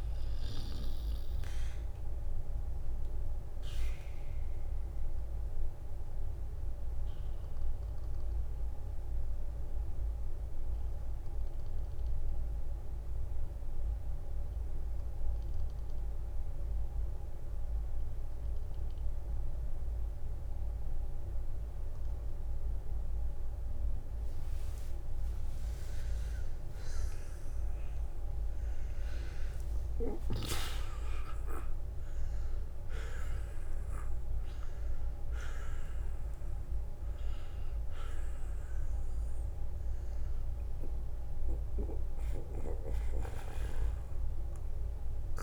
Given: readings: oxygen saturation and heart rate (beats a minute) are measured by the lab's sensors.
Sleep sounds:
breathing in sleep by a room microphone; 1
2.00-24.00 s: obstructive apnea (oxygen 97% before, 84% lowest, heart rate 55 before, 43 extreme, up 9 after)
7.50-26.50 s: oxygen desaturation (device-marked, oxygen 96% before, 90% lowest, heart rate 54 before, 46 extreme)
19.00-21.00 s: long interval between heartbeats (device-marked, heart rate 53 before, 58 extreme)
26.50-28.50 s: long interval between heartbeats (device-marked, heart rate 51 before, 56 extreme)
29.00-31.00 s: long interval between heartbeats (device-marked, heart rate 53 before, 56 extreme)
30.00-36.00 s: arousal
35.50-45.43 s: oxygen desaturation (device-marked, oxygen 93% before, 84% lowest, heart rate 54 before, 43 extreme)
From the record:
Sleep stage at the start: N2 (light sleep); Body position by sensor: on the back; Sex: male

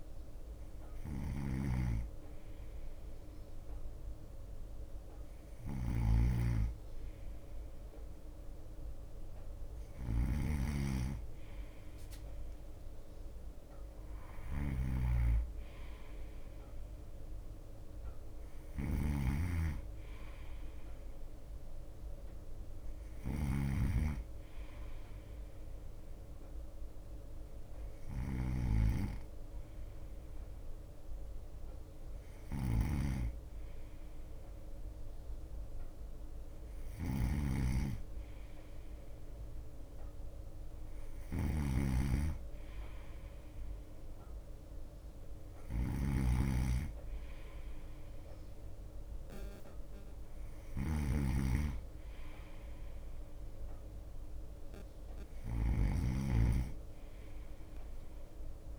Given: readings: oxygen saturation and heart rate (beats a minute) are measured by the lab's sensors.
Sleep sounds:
breathing in sleep by a room microphone; none
0.00-4.00 s: drop in pulse transit time (device-marked, heart rate 57 before, 57 extreme)
0.00-56.00 s: snoring (device-marked)
0.00-58.00 s: bradycardia (device-marked, heart rate 57 before, 54 extreme)
From the record:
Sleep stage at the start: N2 (light sleep); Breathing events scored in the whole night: 130 in 4.3 hours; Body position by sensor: on the right side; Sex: male

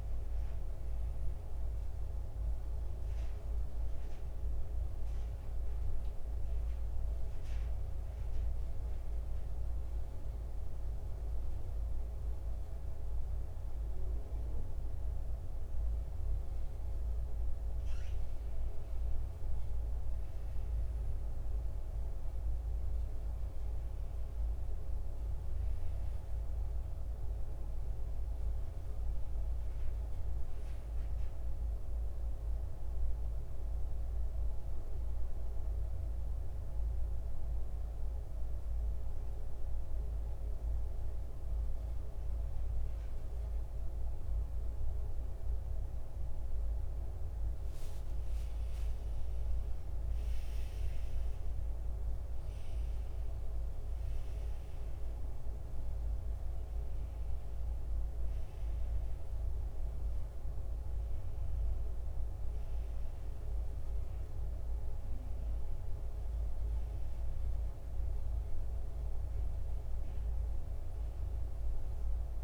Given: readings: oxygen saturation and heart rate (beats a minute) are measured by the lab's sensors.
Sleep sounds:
breathing in sleep, hard to hear, by a room microphone; 2
2.00-39.00 s: oxygen desaturation (device-marked, oxygen 97% before, 90% lowest, heart rate 77 before, 69 extreme)
5.00-15.50 s: hypopnea (oxygen 97% before, 89% lowest, heart rate 77 before, 72 extreme, up 7 after)
13.00-72.44 s: new sleep stage, N2 (light sleep)
17.00-22.00 s: arousal
36.00-46.00 s: mixed apnea (oxygen 95% before, 89% lowest, heart rate 78 before, 69 extreme, up 13 after)
47.50-53.00 s: arousal
54.00-72.44 s: oxygen desaturation (device-marked, oxygen 92% before, 89% lowest, heart rate 74 before, 70 extreme)
From the record:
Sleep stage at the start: N1 (lightest sleep); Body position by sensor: on the back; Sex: male

